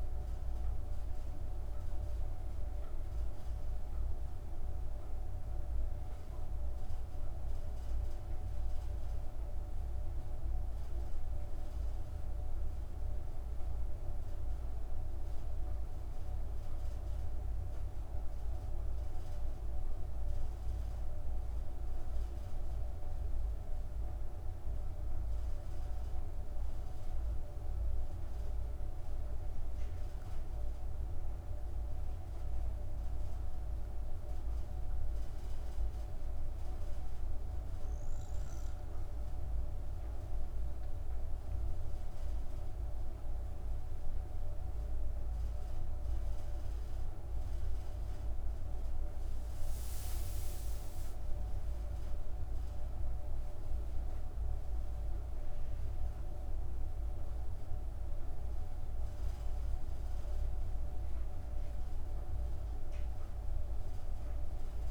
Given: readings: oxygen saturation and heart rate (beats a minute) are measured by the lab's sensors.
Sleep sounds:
breathing in sleep, hard to hear, by a room microphone; 1
0.00-8.50 s: oxygen desaturation (device-marked, oxygen 94% lowest)
16.00-41.00 s: obstructive apnea (oxygen 97% before, 93% lowest)
43.00-46.50 s: arousal
From the record:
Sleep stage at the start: N2 (light sleep); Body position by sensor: on the back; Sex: female

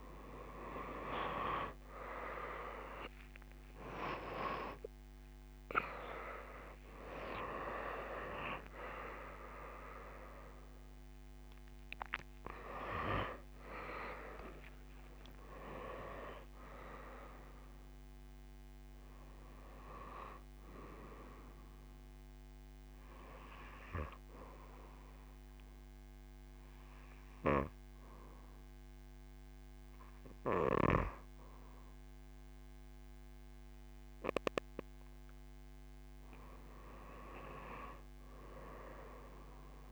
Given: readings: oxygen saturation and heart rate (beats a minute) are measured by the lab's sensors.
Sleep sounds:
breathing in sleep by a microphone on the trachea; 1
1.00-29.00 s: oxygen desaturation (device-marked, oxygen 96% before, 87% lowest)
3.00-8.00 s: arousal
22.00-35.00 s: obstructive apnea (oxygen 96% before, 90% lowest)
36.00-39.50 s: arousal
From the record:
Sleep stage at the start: N2 (light sleep); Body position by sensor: on the right side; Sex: female

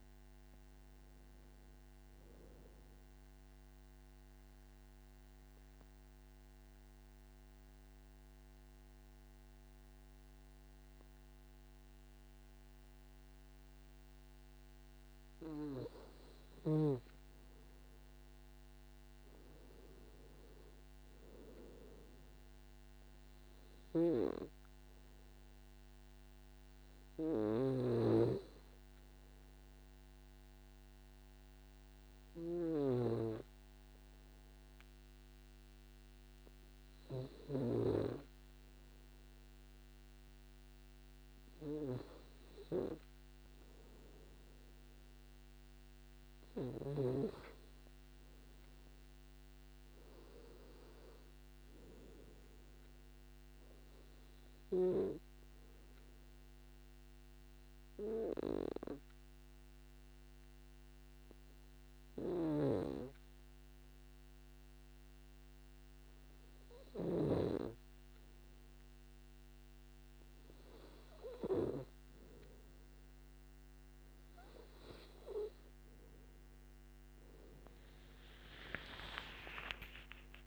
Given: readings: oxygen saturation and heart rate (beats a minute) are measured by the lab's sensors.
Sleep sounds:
breathing in sleep by a microphone on the trachea; 3
0.00-5.50 s: oxygen desaturation (device-marked, oxygen 92% lowest, heart rate 52 extreme)
4.00-17.00 s: mixed apnea (oxygen 97% before, 92% lowest, heart rate 65 before, 52 extreme, up 8 after)
19.50-23.50 s: arousal
25.50-40.50 s: oxygen desaturation (device-marked, oxygen 98% before, 93% lowest, heart rate 59 before, 53 extreme)
30.50-42.00 s: obstructive apnea (oxygen 98% before, 92% lowest, heart rate 58 before, 53 extreme, up 6 after)
43.50-47.00 s: arousal
52.50-67.50 s: oxygen desaturation (device-marked, oxygen 97% before, 93% lowest, heart rate 56 before, 53 extreme)
56.50-73.50 s: obstructive apnea (oxygen 97% before, 92% lowest, heart rate 58 before, 53 extreme, up 22 after)
77.00-80.47 s: arousal
From the record:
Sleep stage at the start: N2 (light sleep); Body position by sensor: on the back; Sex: male

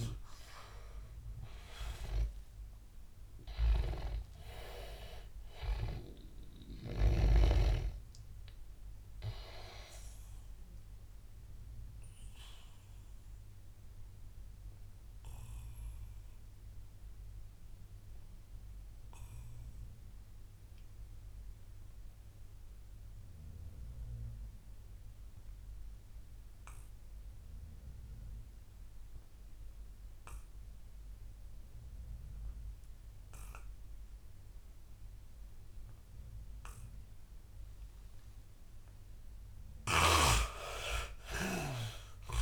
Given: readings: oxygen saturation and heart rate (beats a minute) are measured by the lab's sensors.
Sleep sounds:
breathing in sleep by a room microphone; 1
0.00-1.00 s: arousal
0.00-24.00 s: oxygen desaturation (device-marked, oxygen 82% lowest, heart rate 75 extreme)
10.00-38.00 s: obstructive apnea (oxygen 99% before, 81% lowest, heart rate 89 before, 75 extreme, up 14 after)
26.00-42.42 s: oxygen desaturation (device-marked, oxygen 99% before, 81% lowest, heart rate 84 before, 78 extreme)
39.50-42.42 s: snoring (device-marked)
From the record:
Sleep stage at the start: N2 (light sleep); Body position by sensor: on the back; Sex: male

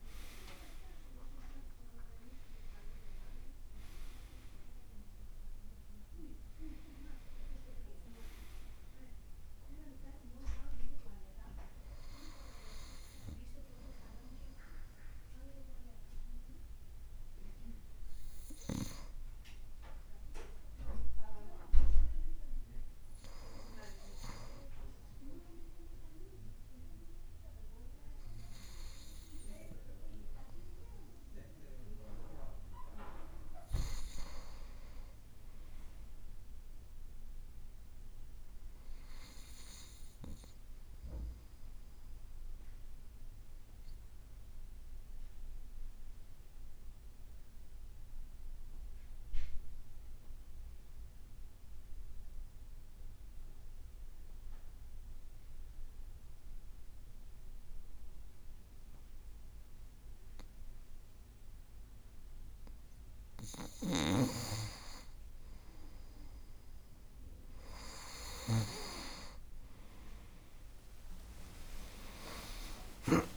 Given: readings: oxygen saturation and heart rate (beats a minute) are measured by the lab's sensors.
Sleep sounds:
breathing in sleep by a room microphone; 1
0.00-1.00 s: leg movement (device-marked)
40.50-62.00 s: obstructive apnea (oxygen 98% before, 95% lowest, heart rate 55 before, 52 extreme, up 0 after)
51.00-58.00 s: leg movement (device-marked)
63.50-73.37 s: snoring (device-marked)
69.00-73.37 s: arousal
71.00-73.37 s: leg movement (device-marked)
72.00-73.37 s: long interval between heartbeats (device-marked, heart rate 55 before, 67 extreme)
From the record:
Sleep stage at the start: N2 (light sleep); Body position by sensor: on the right side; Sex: male

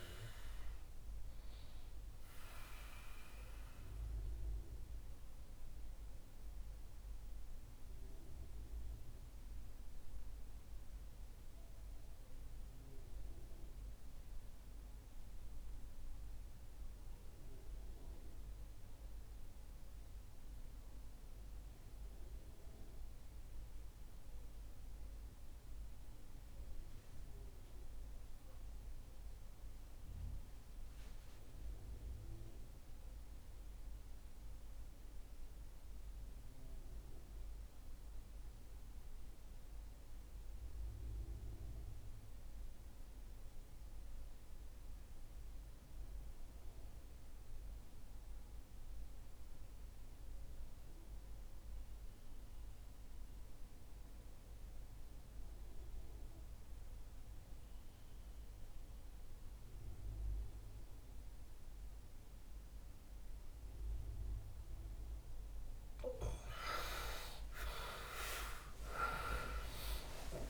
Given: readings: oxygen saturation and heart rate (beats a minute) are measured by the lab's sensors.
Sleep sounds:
breathing in sleep by a room microphone; 1
0.00-20.00 s: oxygen desaturation (device-marked, oxygen 88% lowest, heart rate 57 extreme)
2.50-65.00 s: mixed apnea (oxygen 96% before, 82% lowest, heart rate 69 before, 57 extreme)
54.00-70.50 s: oxygen desaturation (device-marked, oxygen 98% before, 88% lowest, heart rate 58 before, 59 extreme)
68.50-70.50 s: arousal
From the record:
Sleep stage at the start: REM sleep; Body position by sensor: on the back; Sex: male

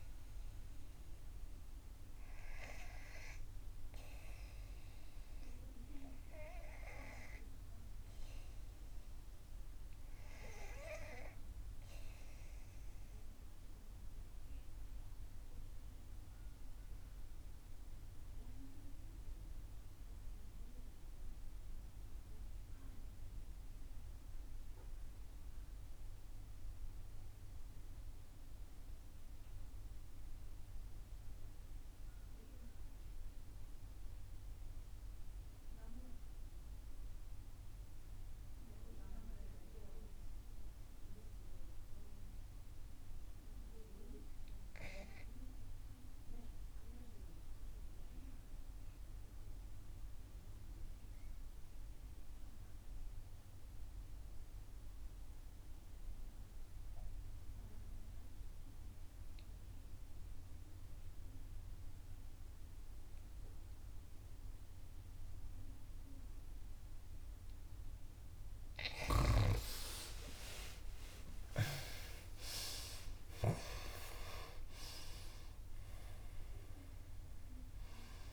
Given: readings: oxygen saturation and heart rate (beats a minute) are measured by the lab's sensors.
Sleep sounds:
breathing in sleep by a room microphone; 1
7.00-10.50 s: arousal
12.50-69.00 s: obstructive apnea (oxygen 96% before, 73% lowest, heart rate 63 before, 62 extreme, up 13 after)
14.50-78.33 s: oxygen desaturation (device-marked, oxygen 95% before, 73% lowest, heart rate 63 before, 62 extreme)
68.50-73.50 s: snoring (device-marked)
68.50-78.33 s: new sleep stage, N1 (lightest sleep)
70.00-75.00 s: arousal
From the record:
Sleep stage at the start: REM sleep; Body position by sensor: on the back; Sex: female

